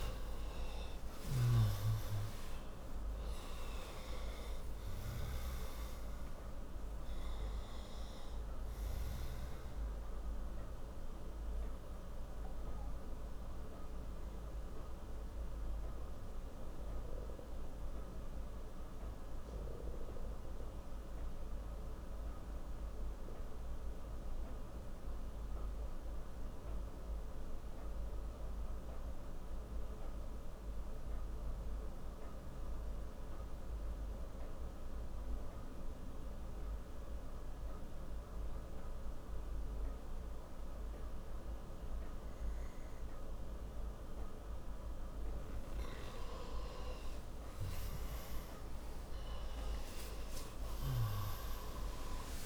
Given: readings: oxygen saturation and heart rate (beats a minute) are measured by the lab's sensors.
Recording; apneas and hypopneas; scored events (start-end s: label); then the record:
breathing in sleep, hard to hear, by a room microphone; 1
0.00-27.00 s: oxygen desaturation (device-marked, oxygen 88% lowest, heart rate 56 extreme)
10.00-45.50 s: obstructive apnea (oxygen 98% before, 88% lowest, heart rate 70 before, 56 extreme)
46.50-52.00 s: arousal
47.00-52.46 s: oxygen desaturation (device-marked, oxygen 97% before, 90% lowest, heart rate 61 before, 55 extreme)
From the record:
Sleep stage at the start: N2 (light sleep); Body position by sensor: on the right side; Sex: male